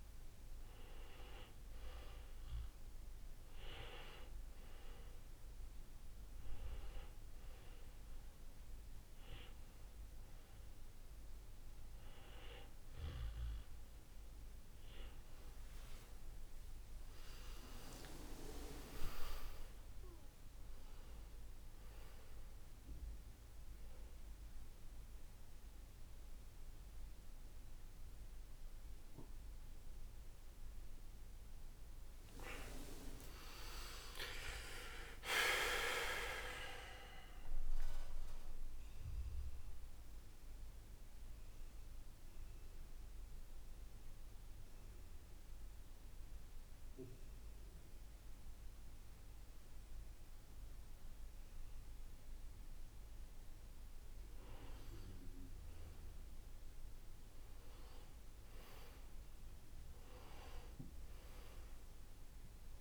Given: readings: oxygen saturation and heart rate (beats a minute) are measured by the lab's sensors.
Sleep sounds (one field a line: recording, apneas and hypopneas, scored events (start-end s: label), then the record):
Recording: breathing in sleep by a room microphone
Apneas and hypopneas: 1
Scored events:
30.00-35.00 s: arousal
38.00-54.00 s: mixed apnea (oxygen 96% before, 92% lowest, heart rate 73 before, 49 extreme, up 6 after)
47.50-54.50 s: oxygen desaturation (device-marked, oxygen 97% before, 94% lowest, heart rate 71 before, 49 extreme)
56.50-60.50 s: arousal
60.50-62.81 s: oxygen desaturation (device-marked, oxygen 98% before, 92% lowest, heart rate 53 before, 54 extreme)
From the record:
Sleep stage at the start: N2 (light sleep)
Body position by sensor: on the back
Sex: male